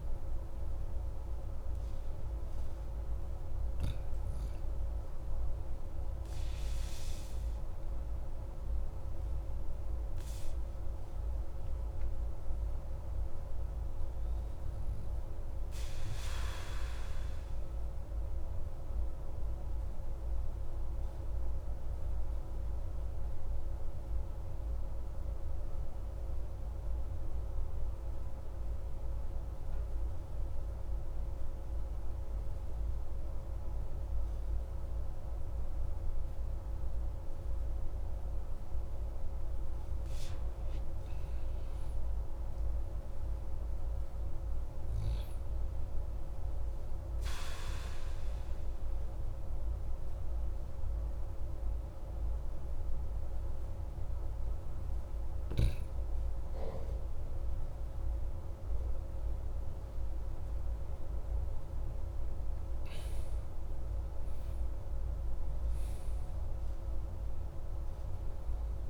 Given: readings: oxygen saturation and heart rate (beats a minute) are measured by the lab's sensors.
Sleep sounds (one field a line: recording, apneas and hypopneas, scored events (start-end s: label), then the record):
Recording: breathing in sleep, hard to hear, by a room microphone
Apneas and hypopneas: 1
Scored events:
14.50-39.00 s: obstructive apnea (oxygen 98% before, 94% lowest, heart rate 39 before, 26 extreme, up 9 after)
40.50-43.50 s: arousal
42.50-68.90 s: new sleep stage, N1 (lightest sleep)
60.50-65.50 s: arousal
From the record:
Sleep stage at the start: N2 (light sleep)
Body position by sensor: on the back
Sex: male